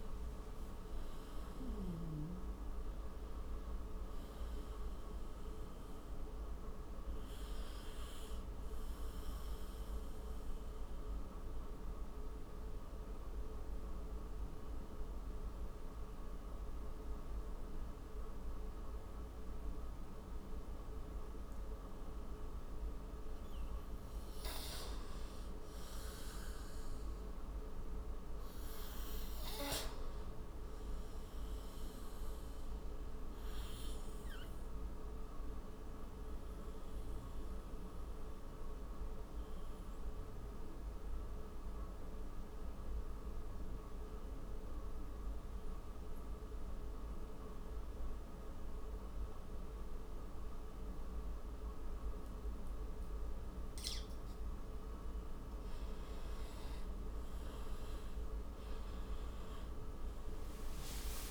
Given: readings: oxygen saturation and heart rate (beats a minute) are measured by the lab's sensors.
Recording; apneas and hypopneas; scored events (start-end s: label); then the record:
breathing in sleep, hard to hear, by a room microphone; 2
0.00-1.50 s: arousal
0.00-13.00 s: oxygen desaturation (device-marked, oxygen 87% lowest)
6.50-24.00 s: mixed apnea (oxygen 99% before, 87% lowest)
13.00-19.00 s: tachycardia (device-marked, heart rate 38 before, 118 extreme)
26.50-29.50 s: arousal
33.00-54.00 s: obstructive apnea (oxygen 100% before, 89% lowest)
46.00-61.31 s: new sleep stage, awake
51.00-61.31 s: oxygen desaturation (device-marked, oxygen 98% before, 89% lowest)
From the record:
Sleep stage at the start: N2 (light sleep); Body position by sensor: on the right side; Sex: male